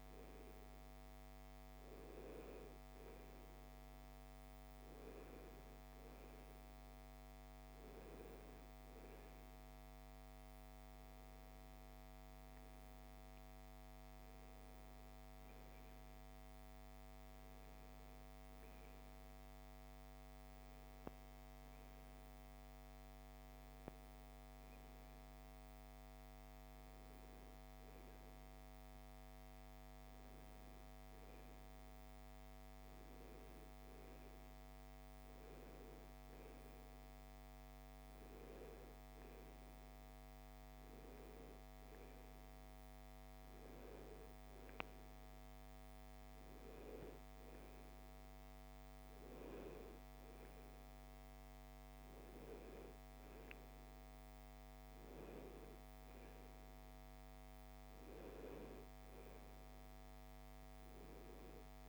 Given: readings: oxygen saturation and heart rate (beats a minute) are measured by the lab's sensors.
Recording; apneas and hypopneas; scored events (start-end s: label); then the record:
breathing in sleep, hard to hear, by a microphone on the trachea; none
none scored
From the record:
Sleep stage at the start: N2 (light sleep); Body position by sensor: on the right side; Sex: female